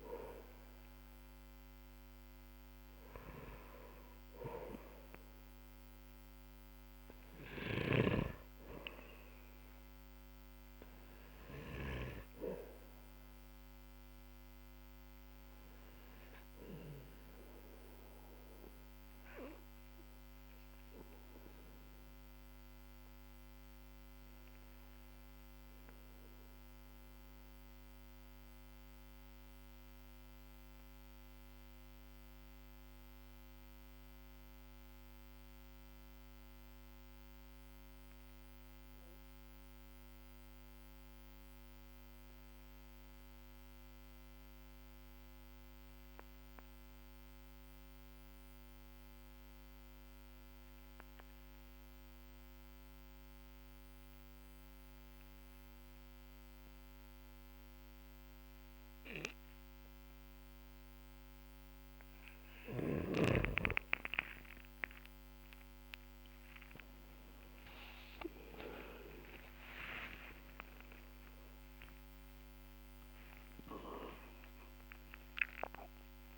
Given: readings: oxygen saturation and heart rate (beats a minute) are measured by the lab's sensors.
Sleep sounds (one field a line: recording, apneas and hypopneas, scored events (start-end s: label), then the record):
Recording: breathing in sleep by a microphone on the trachea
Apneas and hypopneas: 1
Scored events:
0.00-3.00 s: arousal
0.00-37.00 s: oxygen desaturation (device-marked, oxygen 90% lowest, heart rate 44 extreme)
12.50-61.00 s: obstructive apnea (oxygen 97% before, 89% lowest, heart rate 52 before, 44 extreme, up 11 after)
56.00-76.38 s: oxygen desaturation (device-marked, oxygen 98% before, 93% lowest, heart rate 54 before, 46 extreme)
65.50-71.00 s: arousal
From the record:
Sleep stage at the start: N2 (light sleep)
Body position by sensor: on the back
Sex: male